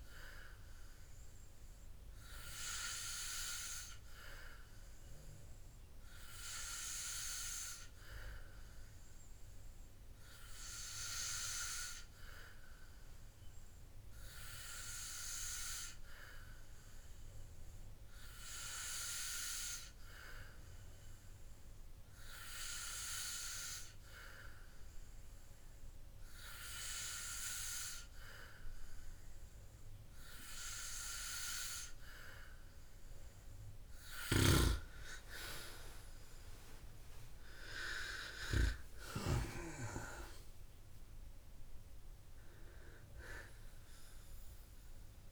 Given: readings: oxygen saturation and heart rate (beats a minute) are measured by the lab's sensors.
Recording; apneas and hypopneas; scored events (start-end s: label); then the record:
breathing in sleep by a room microphone; none
23.50-45.31 s: new sleep stage, N2 (light sleep)
38.50-41.50 s: arousal
From the record:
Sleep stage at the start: N3 (deep sleep); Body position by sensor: on the back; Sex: male